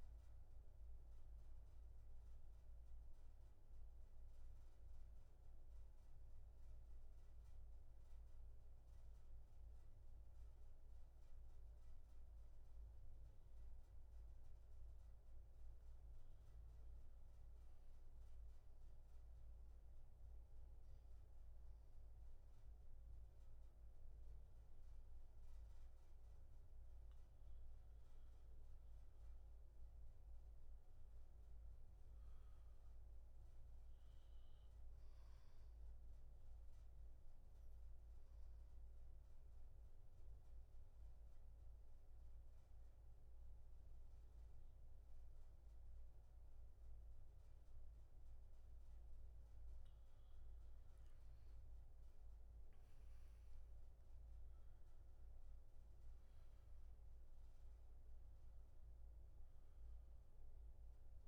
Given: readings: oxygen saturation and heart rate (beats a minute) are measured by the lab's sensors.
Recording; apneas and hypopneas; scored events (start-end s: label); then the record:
breathing in sleep, hard to hear, by a room microphone; 2
0.00-3.50 s: oxygen desaturation (device-marked, oxygen 82% lowest, heart rate 64 extreme)
2.50-16.00 s: obstructive apnea (oxygen 97% before, 88% lowest, heart rate 73 before, 64 extreme, up 6 after)
18.00-21.50 s: arousal
20.50-45.50 s: oxygen desaturation (device-marked, oxygen 98% before, 90% lowest, heart rate 70 before, 63 extreme)
36.50-48.50 s: obstructive apnea (oxygen 98% before, 84% lowest, heart rate 69 before, 64 extreme, up 12 after)
50.50-55.00 s: arousal
From the record:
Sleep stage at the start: N2 (light sleep); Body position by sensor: on the back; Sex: male